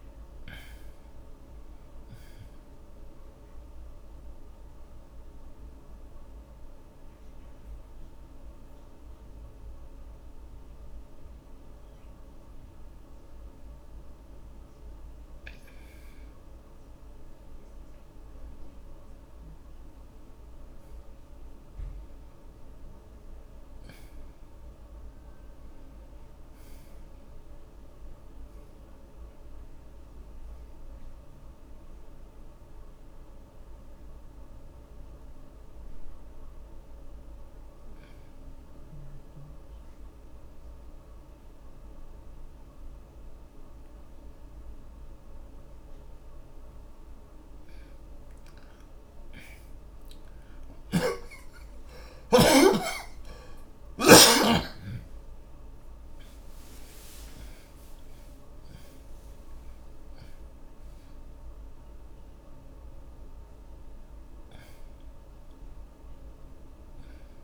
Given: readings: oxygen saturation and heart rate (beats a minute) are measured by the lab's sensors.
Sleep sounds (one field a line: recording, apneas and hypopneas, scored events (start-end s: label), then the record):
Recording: breathing in sleep, hard to hear, by a room microphone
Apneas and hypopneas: 2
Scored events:
5.50-19.00 s: mixed apnea (oxygen 94% before, 75% lowest)
7.50-22.50 s: oxygen desaturation (device-marked, oxygen 93% before, 75% lowest)
21.00-25.00 s: arousal
28.50-46.50 s: oxygen desaturation (device-marked, oxygen 97% before, 84% lowest)
32.00-46.00 s: mixed apnea (oxygen 97% before, 76% lowest)
50.50-55.00 s: arousal
51.00-54.50 s: snoring (device-marked)
60.50-67.44 s: oxygen desaturation (device-marked, oxygen 93% before, 76% lowest)
From the record:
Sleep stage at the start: N2 (light sleep)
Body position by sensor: on the back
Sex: male